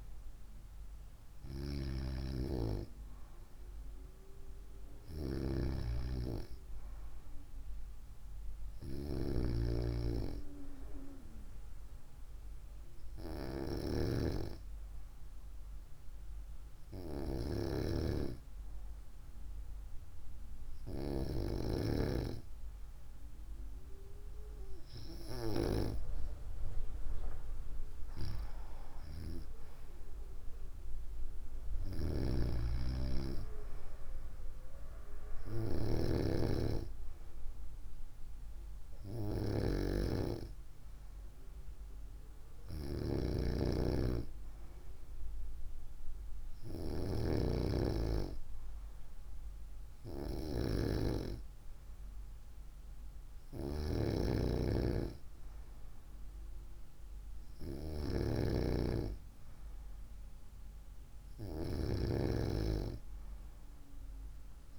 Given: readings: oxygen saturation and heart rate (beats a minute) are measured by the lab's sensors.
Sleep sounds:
breathing in sleep by a room microphone; none
none scored
From the record:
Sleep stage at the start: N2 (light sleep); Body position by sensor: on the right side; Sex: female

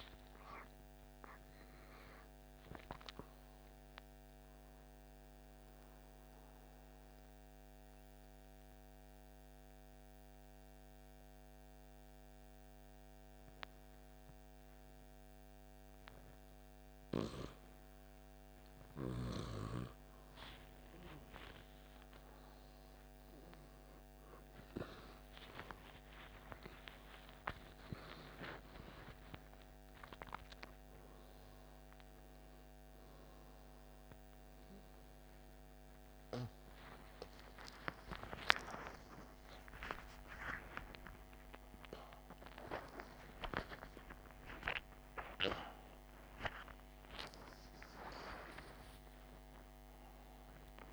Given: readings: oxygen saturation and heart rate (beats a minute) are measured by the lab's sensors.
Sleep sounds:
a person partly awake in a sleep study, by a microphone on the trachea; 1
4.00-18.50 s: mixed apnea (oxygen 98% before, 86% lowest, heart rate 59 before, 47 extreme, up 2 after)
29.50-30.50 s: oxygen desaturation (device-marked, oxygen 100% before, 95% lowest, heart rate 49 before, 54 extreme)
29.50-50.92 s: new sleep stage, awake
49.50-50.92 s: oxygen desaturation (device-marked, oxygen 97% before, 86% lowest, heart rate 99 before, 45 extreme)
From the record:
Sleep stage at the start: N1 (lightest sleep); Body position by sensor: on the back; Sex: male

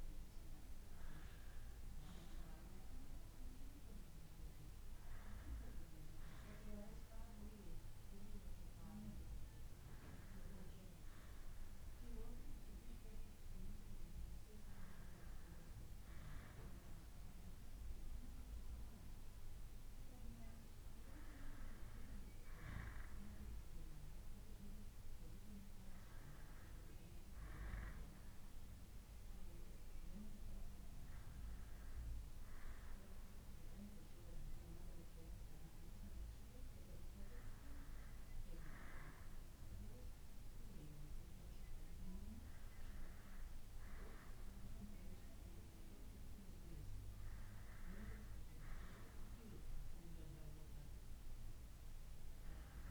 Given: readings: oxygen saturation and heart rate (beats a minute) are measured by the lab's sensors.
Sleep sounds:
breathing in sleep by a room microphone; none
none scored
From the record:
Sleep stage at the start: N1 (lightest sleep); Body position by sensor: on the back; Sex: male

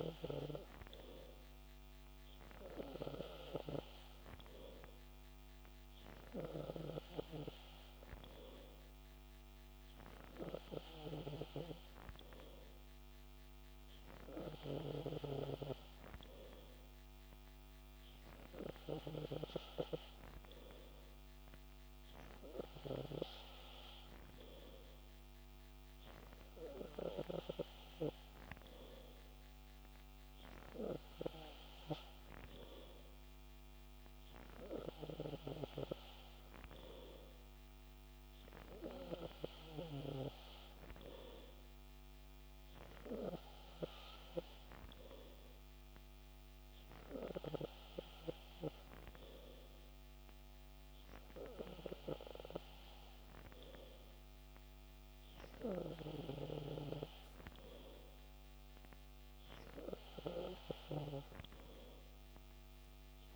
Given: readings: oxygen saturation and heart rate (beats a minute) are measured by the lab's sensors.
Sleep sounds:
breathing in sleep by a microphone on the trachea; none
none scored
From the record:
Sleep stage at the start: N3 (deep sleep); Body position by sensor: on the back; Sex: male

